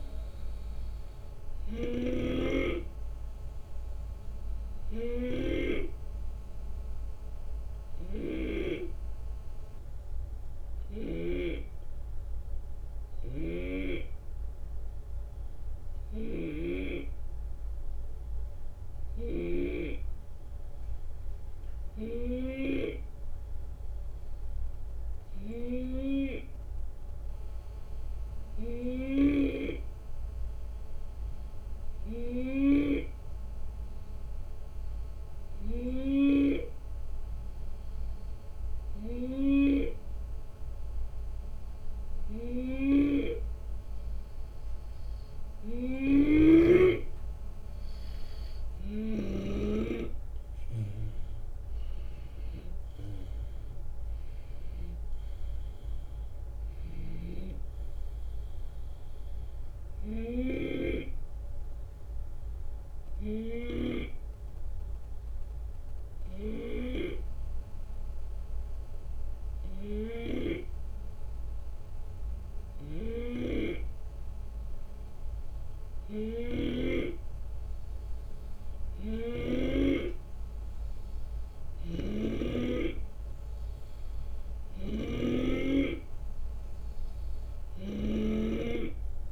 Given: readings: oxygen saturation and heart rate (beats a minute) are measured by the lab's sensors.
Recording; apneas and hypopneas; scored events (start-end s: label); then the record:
breathing in sleep by a room microphone; 2
0.00-19.50 s: snoring (device-marked)
6.00-42.00 s: hypopnea (oxygen 94% before, 88% lowest, heart rate 75 before, 69 extreme, up 1 after)
29.00-33.00 s: snoring (device-marked)
42.50-49.00 s: snoring (device-marked)
44.00-60.00 s: oxygen desaturation (device-marked, oxygen 91% before, 88% lowest, heart rate 74 before, 70 extreme)
48.00-61.00 s: drop in pulse transit time (device-marked, heart rate 75 before, 73 extreme)
48.50-51.50 s: arousal
56.50-60.50 s: snoring (device-marked)
61.00-79.50 s: hypopnea (oxygen 92% before, 87% lowest, heart rate 76 before, 70 extreme, up 9 after)
72.50-79.50 s: snoring (device-marked)
81.50-89.31 s: snoring (device-marked)
85.00-89.31 s: arousal
From the record:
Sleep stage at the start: N2 (light sleep); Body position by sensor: on the left side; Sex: male